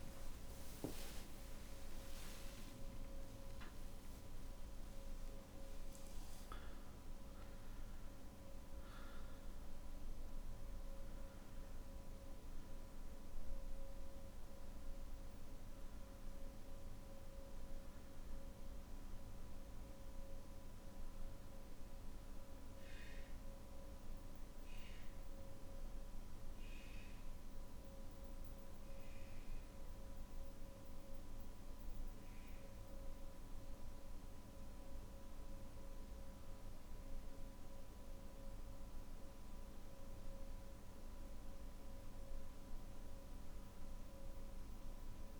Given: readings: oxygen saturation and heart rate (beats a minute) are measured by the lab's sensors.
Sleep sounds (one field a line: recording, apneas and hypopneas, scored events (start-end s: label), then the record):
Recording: breathing in sleep, hard to hear, by a room microphone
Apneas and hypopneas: none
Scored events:
35.50-45.40 s: new sleep stage, N3 (deep sleep)
From the record:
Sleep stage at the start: N2 (light sleep)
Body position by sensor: on the back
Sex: male